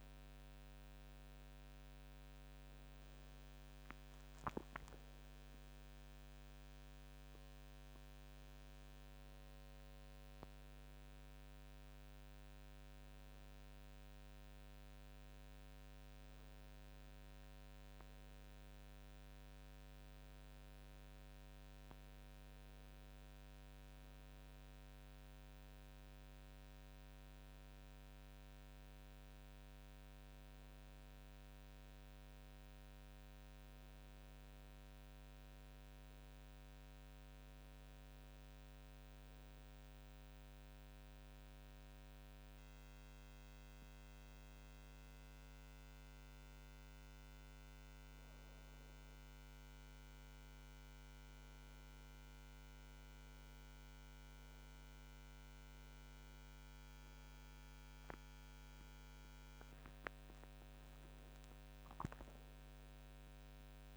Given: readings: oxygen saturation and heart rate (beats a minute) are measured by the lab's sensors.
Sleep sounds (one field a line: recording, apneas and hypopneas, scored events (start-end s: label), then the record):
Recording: breathing in sleep, hard to hear, by a microphone on the trachea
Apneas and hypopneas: none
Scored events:
29.00-63.97 s: new sleep stage, N2 (light sleep)
From the record:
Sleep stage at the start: N1 (lightest sleep)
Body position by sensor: on the back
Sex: female